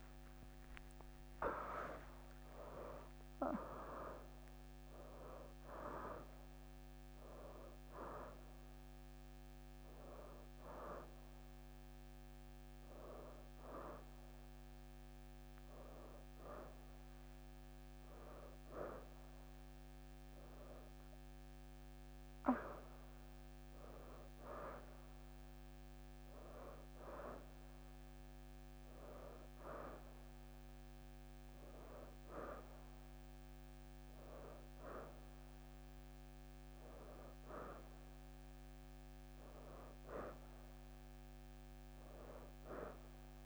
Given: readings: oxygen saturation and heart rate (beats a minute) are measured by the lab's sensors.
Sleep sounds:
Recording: breathing in sleep by a microphone on the trachea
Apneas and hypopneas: none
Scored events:
none scored
From the record:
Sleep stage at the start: N1 (lightest sleep)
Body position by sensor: on the right side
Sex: female

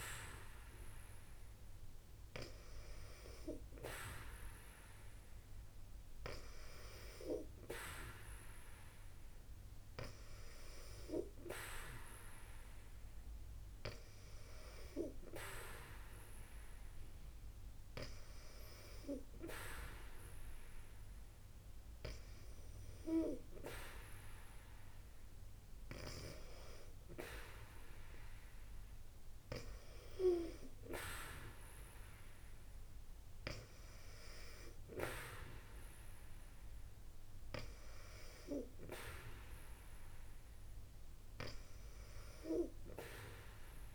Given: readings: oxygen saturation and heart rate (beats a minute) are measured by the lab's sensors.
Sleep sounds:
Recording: breathing in sleep by a room microphone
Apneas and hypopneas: none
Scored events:
none scored
From the record:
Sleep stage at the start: N2 (light sleep)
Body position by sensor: on the back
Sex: female

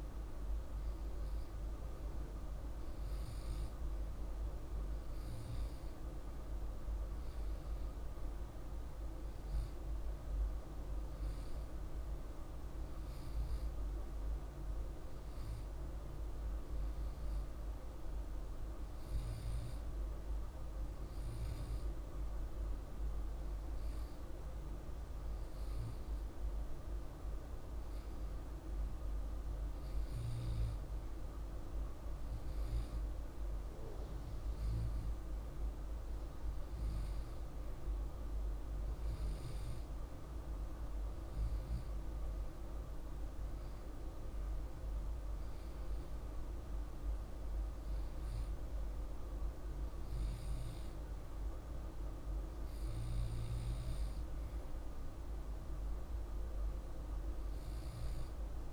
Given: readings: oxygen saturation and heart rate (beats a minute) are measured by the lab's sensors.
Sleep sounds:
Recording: breathing in sleep, hard to hear, by a room microphone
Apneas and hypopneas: none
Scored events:
none scored
From the record:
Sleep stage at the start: REM sleep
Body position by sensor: on the left side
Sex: male

